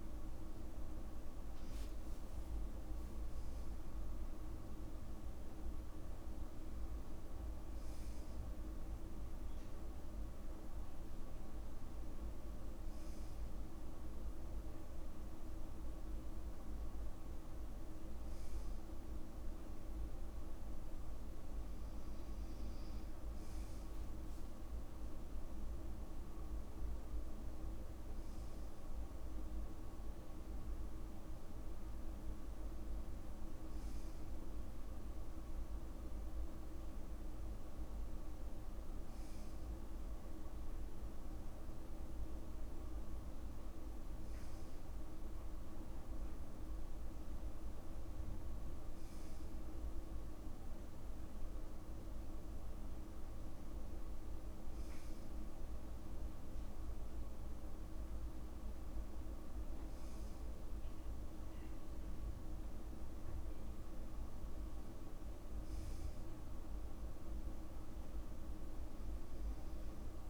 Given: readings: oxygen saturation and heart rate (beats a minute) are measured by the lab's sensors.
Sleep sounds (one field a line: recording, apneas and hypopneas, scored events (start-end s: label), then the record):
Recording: breathing in sleep, hard to hear, by a room microphone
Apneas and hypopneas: none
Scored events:
2.50-4.50 s: long interval between heartbeats (device-marked, heart rate 63 before, 78 extreme)
From the record:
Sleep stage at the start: N2 (light sleep)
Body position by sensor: on the back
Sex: male